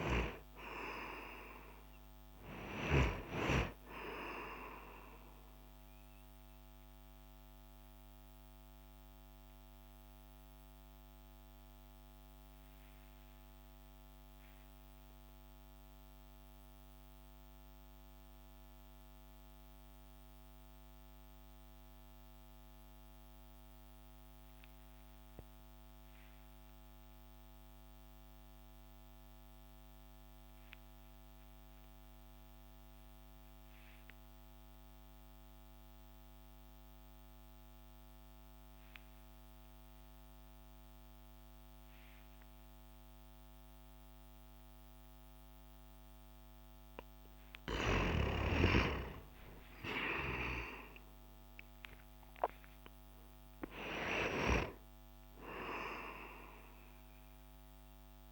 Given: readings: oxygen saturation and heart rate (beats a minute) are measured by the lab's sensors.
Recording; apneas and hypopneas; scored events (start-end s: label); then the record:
breathing in sleep by a microphone on the trachea; 1
5.50-46.00 s: mixed apnea (oxygen 97% before, 90% lowest)
34.50-58.32 s: oxygen desaturation (device-marked, oxygen 97% before, 90% lowest)
48.00-52.50 s: arousal
From the record:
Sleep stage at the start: N2 (light sleep); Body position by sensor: on the back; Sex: male